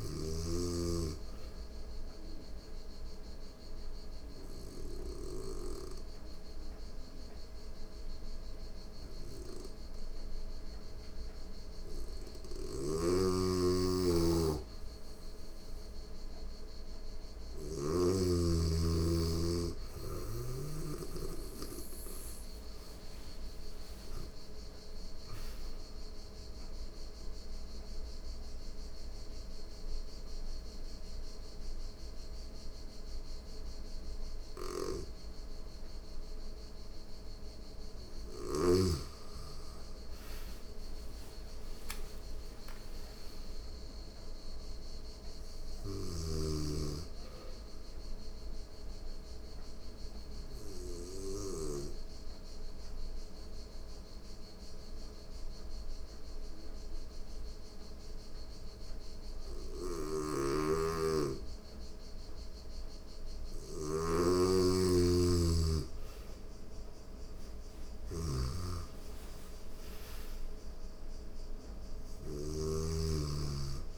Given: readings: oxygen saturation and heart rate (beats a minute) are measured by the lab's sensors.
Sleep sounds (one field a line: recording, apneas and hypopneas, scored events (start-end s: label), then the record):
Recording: breathing in sleep by a room microphone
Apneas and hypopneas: 3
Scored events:
1.50-11.50 s: obstructive apnea (oxygen 98% before, 89% lowest, heart rate 86 before, 83 extreme, up 0 after)
12.00-17.00 s: arousal
12.00-17.50 s: snoring (device-marked)
21.00-39.00 s: oxygen desaturation (device-marked, oxygen 97% before, 89% lowest, heart rate 85 before, 83 extreme)
25.50-36.50 s: obstructive apnea (oxygen 97% before, 88% lowest, heart rate 84 before, 83 extreme, up 5 after)
34.00-38.00 s: snoring (device-marked)
38.50-43.00 s: arousal
45.00-51.00 s: snoring (device-marked)
47.50-62.50 s: obstructive apnea (oxygen 97% before, 86% lowest, heart rate 87 before, 83 extreme, up 3 after)
59.00-73.98 s: snoring (device-marked)
64.00-68.50 s: arousal
68.00-73.98 s: oxygen desaturation (device-marked, oxygen 98% before, 88% lowest, heart rate 85 before, 84 extreme)
From the record:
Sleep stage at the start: N2 (light sleep)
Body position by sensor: on the right side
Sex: female